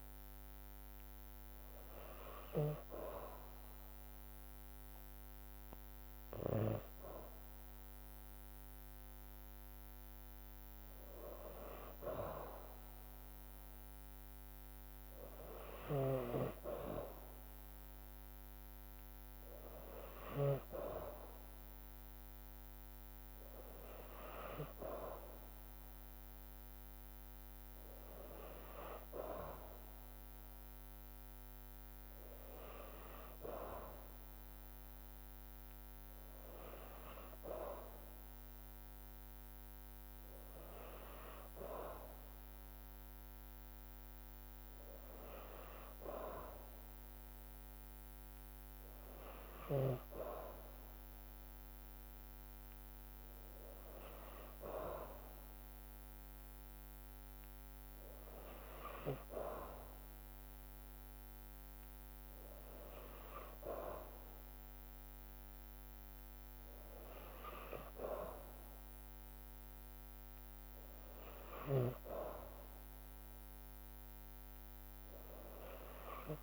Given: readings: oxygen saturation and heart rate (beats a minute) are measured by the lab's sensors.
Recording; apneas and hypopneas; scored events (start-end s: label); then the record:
breathing in sleep by a microphone on the trachea; none
15.50-20.50 s: snoring (device-marked)
From the record:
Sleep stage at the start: N2 (light sleep); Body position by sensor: on the back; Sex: female